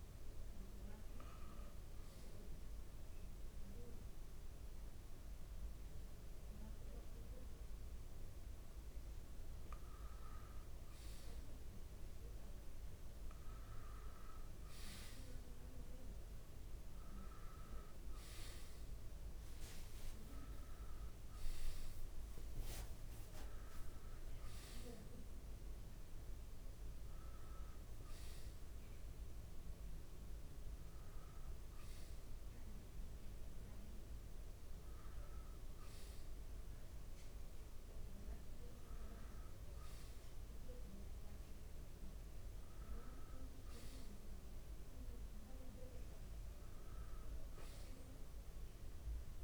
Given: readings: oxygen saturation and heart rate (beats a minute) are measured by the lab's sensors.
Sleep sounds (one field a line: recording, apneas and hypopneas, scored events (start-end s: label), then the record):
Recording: breathing in sleep, hard to hear, by a room microphone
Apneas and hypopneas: 1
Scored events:
0.00-7.50 s: oxygen desaturation (device-marked, oxygen 86% lowest, heart rate 69 extreme)
1.00-11.00 s: mixed apnea (oxygen 91% before, 87% lowest, heart rate 70 before, 68 extreme, up 5 after)
13.00-17.50 s: arousal
20.50-37.50 s: oxygen desaturation (device-marked, oxygen 92% before, 87% lowest, heart rate 70 before, 67 extreme)
24.50-49.44 s: new sleep stage, N1 (lightest sleep)
44.00-48.00 s: arousal
From the record:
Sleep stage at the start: N2 (light sleep)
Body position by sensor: on the back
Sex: male